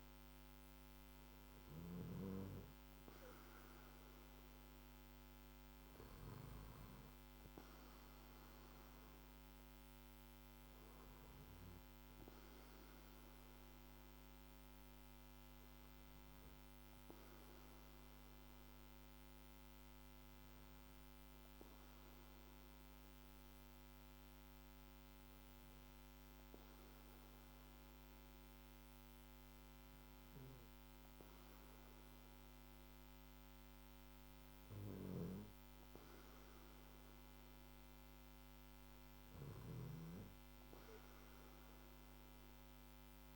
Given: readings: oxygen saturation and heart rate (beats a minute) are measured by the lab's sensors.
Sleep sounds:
breathing in sleep, hard to hear, by a microphone on the trachea; none
39.00-43.36 s: snoring (device-marked)
From the record:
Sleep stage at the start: N2 (light sleep); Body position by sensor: on the back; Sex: male

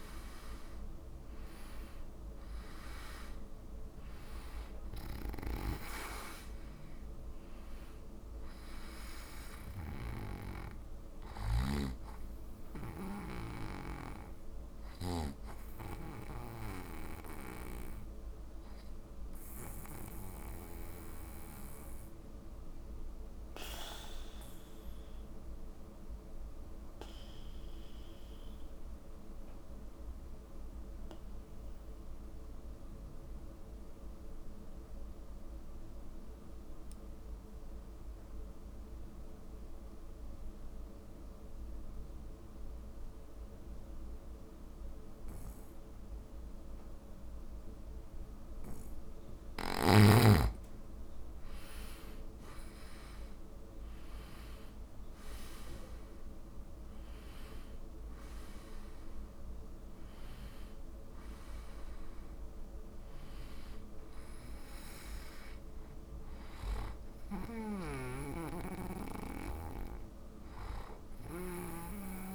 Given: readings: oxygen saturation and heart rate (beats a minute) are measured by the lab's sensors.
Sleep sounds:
breathing in sleep by a room microphone; 1
0.00-11.00 s: oxygen desaturation (device-marked, oxygen 92% lowest, heart rate 49 extreme)
14.50-49.50 s: obstructive apnea (oxygen 98% before, 88% lowest, heart rate 57 before, 49 extreme, up 8 after)
16.00-33.00 s: oxygen desaturation (device-marked, oxygen 93% before, 89% lowest, heart rate 56 before, 50 extreme)
51.00-72.35 s: oxygen desaturation (device-marked, oxygen 98% before, 88% lowest, heart rate 52 before, 50 extreme)
52.00-56.50 s: arousal
68.00-71.50 s: snoring (device-marked)
From the record:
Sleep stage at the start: N2 (light sleep); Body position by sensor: on the back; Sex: male

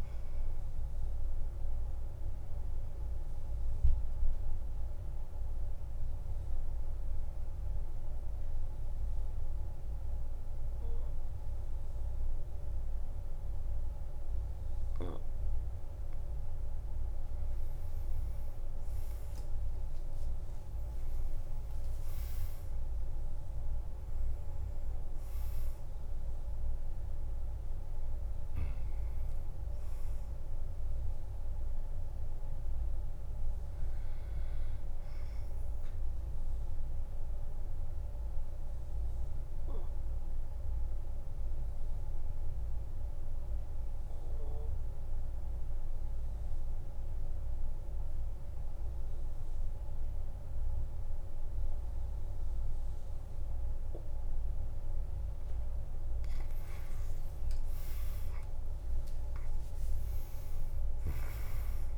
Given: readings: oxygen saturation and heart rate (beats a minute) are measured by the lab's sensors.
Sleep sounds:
breathing in sleep, hard to hear, by a room microphone; 2
0.00-11.00 s: oxygen desaturation (device-marked, oxygen 92% lowest, heart rate 49 extreme)
1.50-16.50 s: obstructive apnea (oxygen 98% before, 91% lowest, heart rate 100 before, 49 extreme)
18.00-23.00 s: tachycardia (device-marked, heart rate 67 before, 117 extreme)
18.50-22.00 s: arousal
21.50-23.50 s: long interval between heartbeats (device-marked, heart rate 54 before, 101 extreme)
26.00-42.00 s: oxygen desaturation (device-marked, oxygen 98% before, 94% lowest, heart rate 69 before, 49 extreme)
35.50-55.00 s: obstructive apnea (oxygen 99% before, 91% lowest, heart rate 73 before, 49 extreme)
56.00-61.00 s: tachycardia (device-marked, heart rate 67 before, 130 extreme)
56.50-60.50 s: arousal
57.50-59.50 s: long interval between heartbeats (device-marked, heart rate 51 before, 77 extreme)
59.00-61.98 s: oxygen desaturation (device-marked, oxygen 98% before, 91% lowest, heart rate 54 before, 46 extreme)
59.50-61.50 s: long interval between heartbeats (device-marked, heart rate 54 before, 115 extreme)
From the record:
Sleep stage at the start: N2 (light sleep); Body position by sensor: on the back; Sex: male

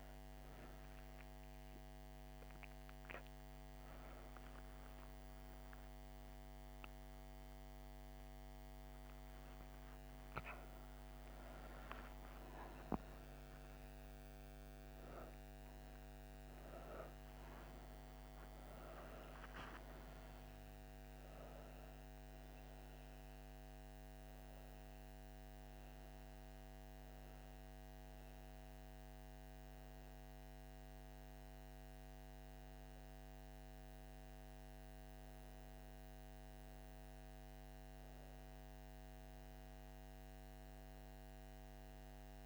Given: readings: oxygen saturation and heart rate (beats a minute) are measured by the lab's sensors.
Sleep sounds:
a person awake in a sleep study, hard to hear, by a microphone on the trachea; none
40.50-42.46 s: new sleep stage, N1 (lightest sleep)
From the record:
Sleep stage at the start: awake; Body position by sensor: on the back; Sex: female

